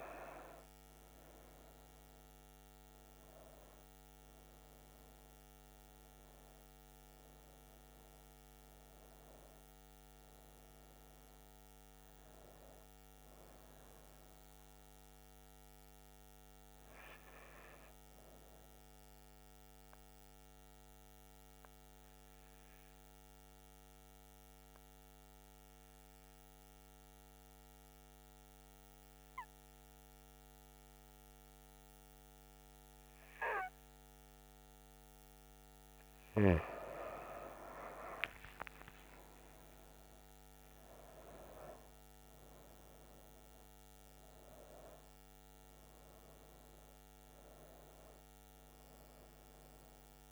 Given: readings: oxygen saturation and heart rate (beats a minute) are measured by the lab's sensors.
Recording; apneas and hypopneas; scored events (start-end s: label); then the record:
breathing in sleep by a microphone on the trachea; 1
0.00-2.50 s: arousal
0.00-12.00 s: oxygen desaturation (device-marked, oxygen 93% lowest, heart rate 67 extreme)
21.00-36.00 s: hypopnea (oxygen 98% before, 90% lowest, heart rate 77 before, 70 extreme, up 19 after)
37.00-50.32 s: oxygen desaturation (device-marked, oxygen 98% before, 93% lowest, heart rate 70 before, 67 extreme)
38.00-43.00 s: arousal
From the record:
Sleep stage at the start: N2 (light sleep); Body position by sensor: on the back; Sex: female